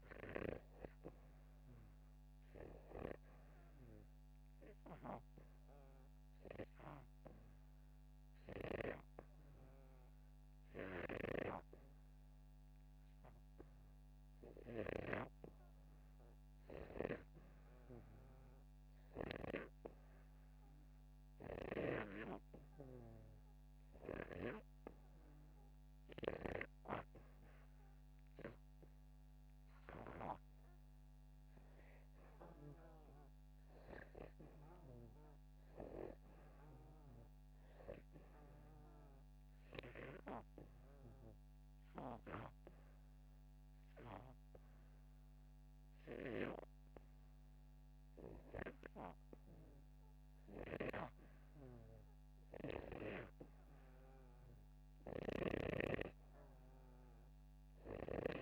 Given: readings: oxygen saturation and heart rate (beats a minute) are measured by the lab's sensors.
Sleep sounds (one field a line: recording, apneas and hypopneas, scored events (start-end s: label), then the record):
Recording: breathing in sleep by a microphone on the trachea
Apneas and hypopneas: 2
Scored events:
5.00-16.00 s: obstructive apnea (oxygen 97% before, 91% lowest, heart rate 82 before, 83 extreme, up 0 after)
18.50-22.00 s: arousal
39.50-51.00 s: obstructive apnea (oxygen 94% before, 87% lowest, heart rate 84 before, 45 extreme)
50.00-58.42 s: new sleep stage, awake
From the record:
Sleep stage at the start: REM sleep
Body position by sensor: upright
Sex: male